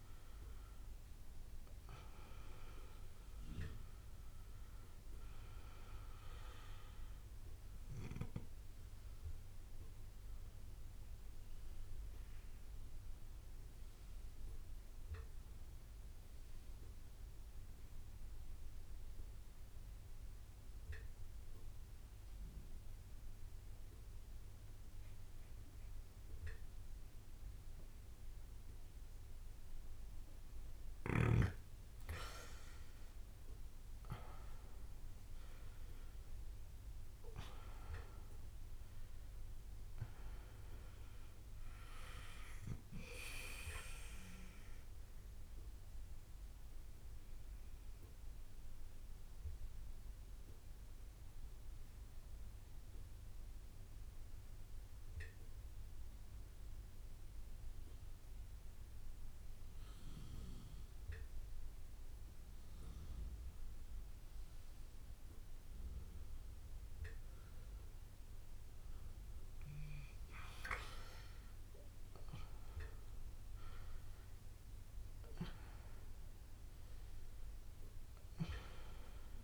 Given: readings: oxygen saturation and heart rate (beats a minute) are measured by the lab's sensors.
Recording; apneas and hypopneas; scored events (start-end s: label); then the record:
breathing in sleep by a room microphone; 2
0.00-20.00 s: oxygen desaturation (device-marked, oxygen 93% lowest)
9.00-30.00 s: obstructive apnea (oxygen 99% before, 92% lowest)
32.00-58.00 s: oxygen desaturation (device-marked, oxygen 99% before, 92% lowest)
32.50-37.50 s: arousal
45.50-67.50 s: obstructive apnea (oxygen 99% before, 92% lowest)
71.00-75.50 s: arousal
72.00-79.44 s: oxygen desaturation (device-marked, oxygen 99% before, 93% lowest)
From the record:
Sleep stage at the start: N2 (light sleep); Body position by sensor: on the back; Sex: male